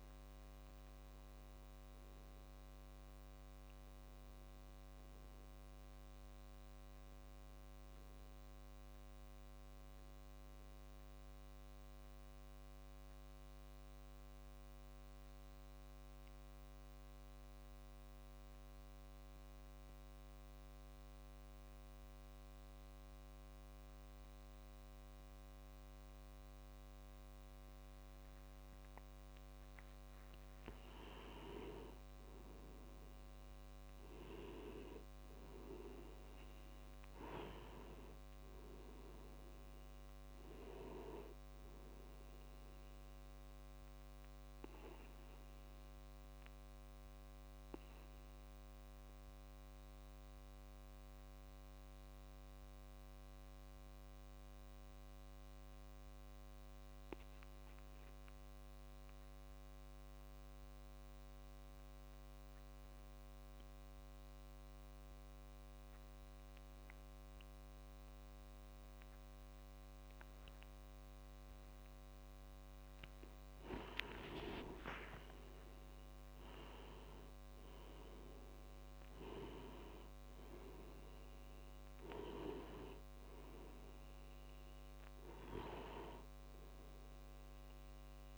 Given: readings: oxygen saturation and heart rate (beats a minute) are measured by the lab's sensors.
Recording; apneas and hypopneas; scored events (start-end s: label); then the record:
breathing in sleep by a microphone on the trachea; 2
0.00-19.00 s: oxygen desaturation (device-marked, oxygen 88% lowest)
12.00-29.50 s: obstructive apnea (oxygen 96% before, 90% lowest)
31.00-35.00 s: arousal
33.00-56.00 s: oxygen desaturation (device-marked, oxygen 99% before, 93% lowest)
45.00-72.00 s: obstructive apnea (oxygen 99% before, 91% lowest)
71.00-88.38 s: oxygen desaturation (device-marked, oxygen 98% before, 91% lowest)
73.00-76.50 s: arousal
From the record:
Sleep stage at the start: N2 (light sleep); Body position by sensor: on the back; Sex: male